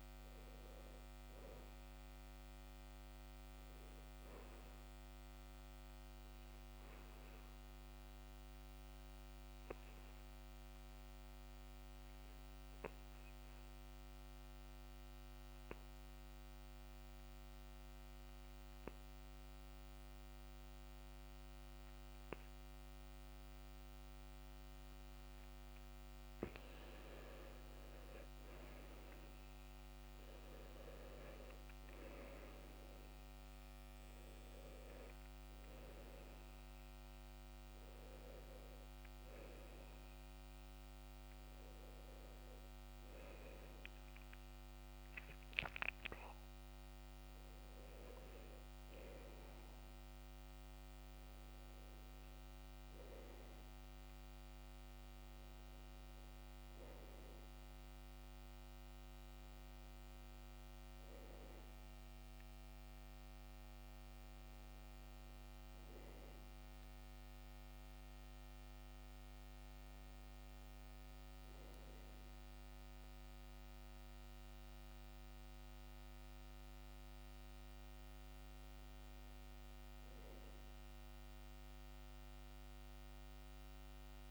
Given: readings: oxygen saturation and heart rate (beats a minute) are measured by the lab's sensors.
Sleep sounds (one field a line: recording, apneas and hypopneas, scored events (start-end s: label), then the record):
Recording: breathing in sleep, hard to hear, by a microphone on the trachea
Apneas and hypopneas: 1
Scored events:
0.00-1.00 s: arousal
5.00-25.00 s: obstructive apnea (oxygen 95% before, 84% lowest, heart rate 71 before, 69 extreme, up 40 after)
27.50-66.50 s: oxygen desaturation (device-marked, oxygen 93% before, 84% lowest, heart rate 96 before, 64 extreme)
28.00-33.00 s: arousal
From the record:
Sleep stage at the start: N2 (light sleep)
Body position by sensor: on the back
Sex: male